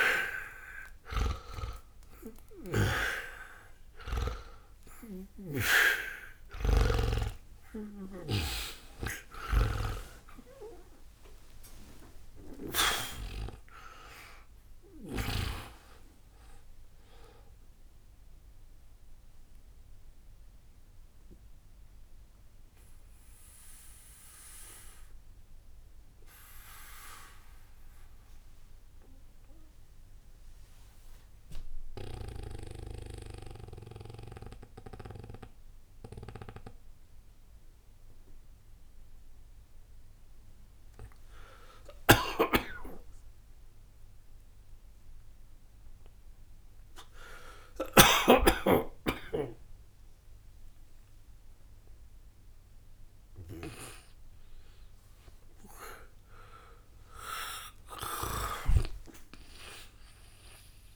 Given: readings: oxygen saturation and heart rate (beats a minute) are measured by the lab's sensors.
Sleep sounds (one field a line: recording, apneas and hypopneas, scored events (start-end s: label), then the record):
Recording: breathing in sleep by a room microphone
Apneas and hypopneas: 1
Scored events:
0.00-2.00 s: arousal
0.00-43.00 s: oxygen desaturation (device-marked, oxygen 77% lowest, heart rate 60 extreme)
4.50-8.00 s: snoring (device-marked)
21.00-51.00 s: obstructive apnea (oxygen 97% before, 77% lowest, heart rate 77 before, 62 extreme, up 2 after)
56.50-60.00 s: arousal
From the record:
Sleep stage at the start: N2 (light sleep)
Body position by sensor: on the back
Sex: male